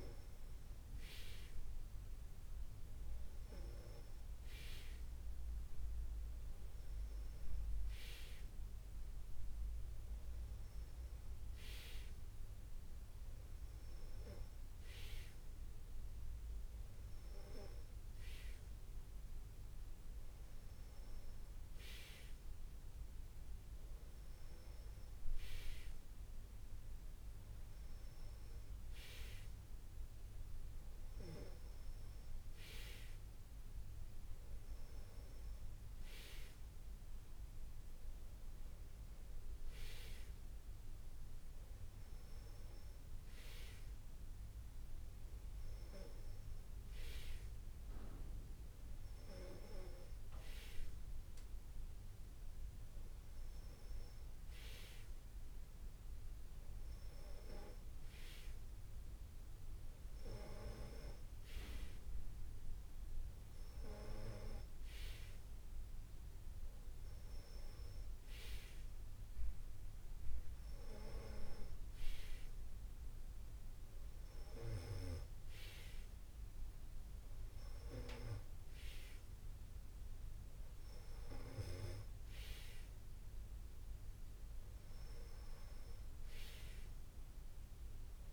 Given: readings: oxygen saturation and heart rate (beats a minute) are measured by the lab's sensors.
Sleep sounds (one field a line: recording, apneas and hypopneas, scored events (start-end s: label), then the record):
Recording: breathing in sleep by a room microphone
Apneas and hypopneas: none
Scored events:
none scored
From the record:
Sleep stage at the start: N2 (light sleep)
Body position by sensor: on the back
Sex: male